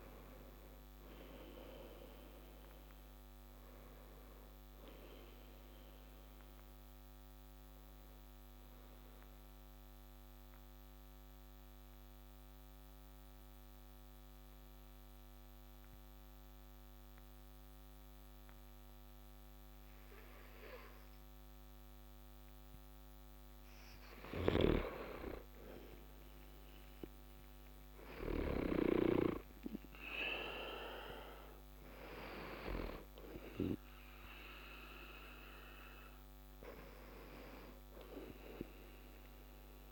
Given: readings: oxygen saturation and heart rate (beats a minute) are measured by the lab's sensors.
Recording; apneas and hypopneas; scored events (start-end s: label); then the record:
breathing in sleep by a microphone on the trachea; 1
0.00-24.00 s: oxygen desaturation (device-marked, oxygen 96% before, 92% lowest)
7.50-22.00 s: central apnea (oxygen 96% before, 90% lowest)
23.50-28.00 s: snoring (device-marked)
26.00-29.00 s: arousal
35.00-39.92 s: oxygen desaturation (device-marked, oxygen 97% before, 90% lowest)
From the record:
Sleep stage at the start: N2 (light sleep); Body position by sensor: on the back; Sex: male